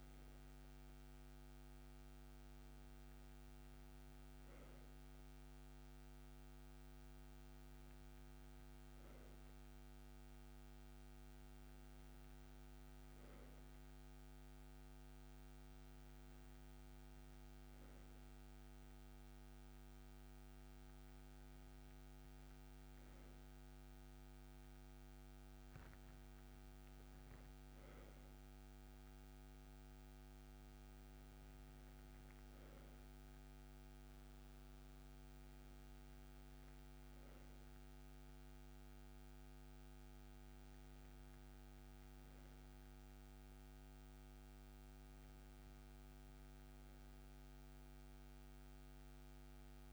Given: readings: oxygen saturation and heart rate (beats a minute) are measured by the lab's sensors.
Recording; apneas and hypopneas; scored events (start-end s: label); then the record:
breathing in sleep, hard to hear, by a microphone on the trachea; none
none scored
From the record:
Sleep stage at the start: N2 (light sleep); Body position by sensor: on the right side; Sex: male